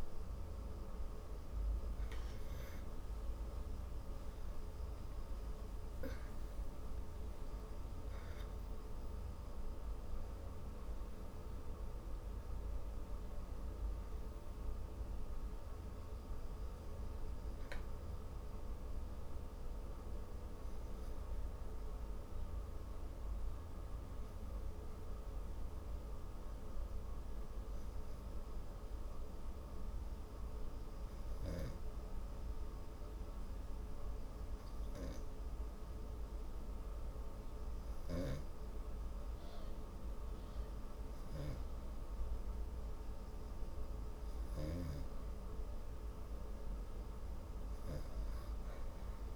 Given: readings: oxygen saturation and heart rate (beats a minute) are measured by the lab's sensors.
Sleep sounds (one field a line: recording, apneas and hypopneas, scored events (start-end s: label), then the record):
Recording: breathing in sleep, hard to hear, by a room microphone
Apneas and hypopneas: 1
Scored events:
3.00-7.50 s: arousal
21.00-39.00 s: obstructive apnea (oxygen 92% before, 89% lowest)
40.50-44.00 s: arousal
41.00-49.36 s: new sleep stage, N2 (light sleep)
43.00-49.36 s: oxygen desaturation (device-marked, oxygen 92% before, 89% lowest)
From the record:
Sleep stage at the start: REM sleep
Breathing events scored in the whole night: 109 in 3.9 hours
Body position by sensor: on the back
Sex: female